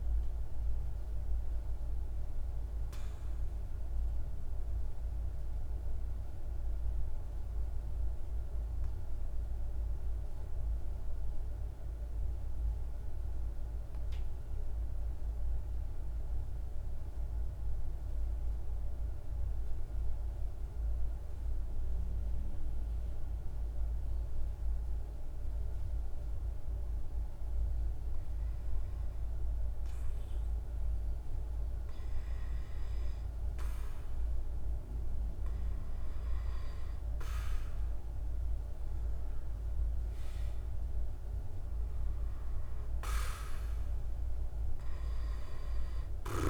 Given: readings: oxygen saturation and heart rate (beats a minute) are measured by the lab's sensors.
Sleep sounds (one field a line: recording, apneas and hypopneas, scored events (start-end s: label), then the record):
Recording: breathing in sleep, hard to hear, by a room microphone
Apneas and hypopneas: 1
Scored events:
0.00-9.00 s: oxygen desaturation (device-marked, oxygen 88% lowest, heart rate 46 extreme)
5.00-34.00 s: mixed apnea (oxygen 95% before, 91% lowest, heart rate 52 before, 47 extreme, up 4 after)
27.00-46.50 s: oxygen desaturation (device-marked, oxygen 99% before, 91% lowest, heart rate 48 before, 47 extreme)
38.00-43.50 s: arousal
From the record:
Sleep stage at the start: REM sleep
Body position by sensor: on the back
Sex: male